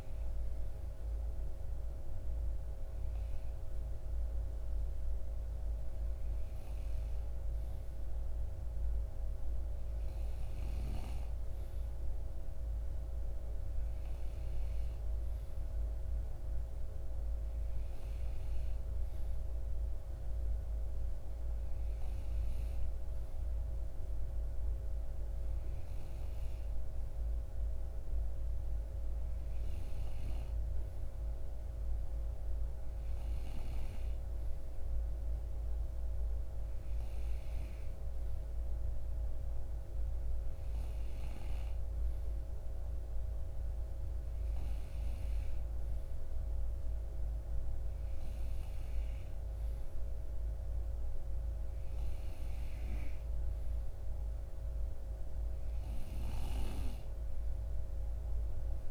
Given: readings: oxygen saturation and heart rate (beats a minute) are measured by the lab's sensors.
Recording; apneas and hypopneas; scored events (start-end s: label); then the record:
breathing in sleep, hard to hear, by a room microphone; none
none scored
From the record:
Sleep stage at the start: N2 (light sleep); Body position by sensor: on the right side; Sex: male